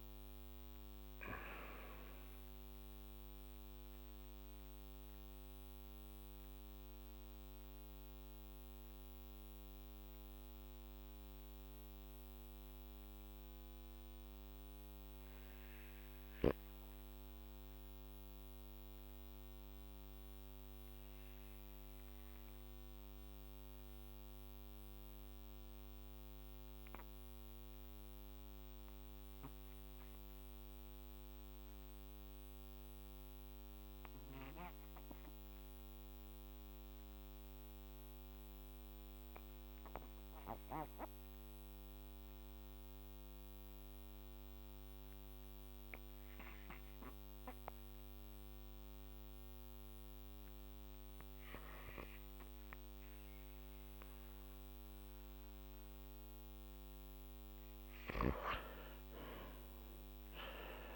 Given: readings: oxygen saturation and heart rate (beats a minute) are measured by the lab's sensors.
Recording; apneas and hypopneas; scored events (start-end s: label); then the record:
breathing in sleep, hard to hear, by a microphone on the trachea; 1
3.00-56.00 s: mixed apnea (oxygen 97% before, 81% lowest, heart rate 47 before, 44 extreme, up 14 after)
20.50-35.50 s: oxygen desaturation (device-marked, oxygen 94% before, 81% lowest, heart rate 51 before, 44 extreme)
59.00-60.96 s: arousal
From the record:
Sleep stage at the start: REM sleep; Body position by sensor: on the back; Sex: male